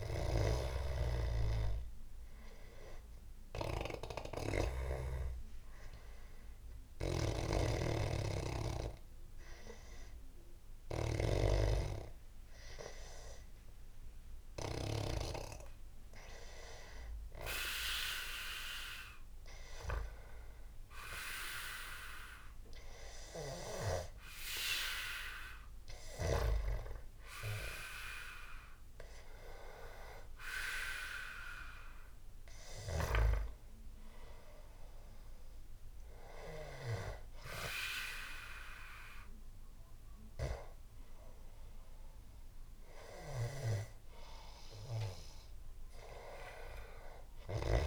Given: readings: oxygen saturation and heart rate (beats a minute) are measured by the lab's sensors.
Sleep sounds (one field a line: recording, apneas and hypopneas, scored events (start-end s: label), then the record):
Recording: breathing in sleep by a room microphone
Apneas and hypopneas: 1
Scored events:
0.00-5.00 s: snoring (device-marked)
6.00-18.00 s: hypopnea (oxygen 96% before, 93% lowest, heart rate 83 before, 71 extreme, up 18 after)
7.00-15.00 s: snoring (device-marked)
18.50-23.50 s: arousal
From the record:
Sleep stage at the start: N2 (light sleep)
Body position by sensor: on the back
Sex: male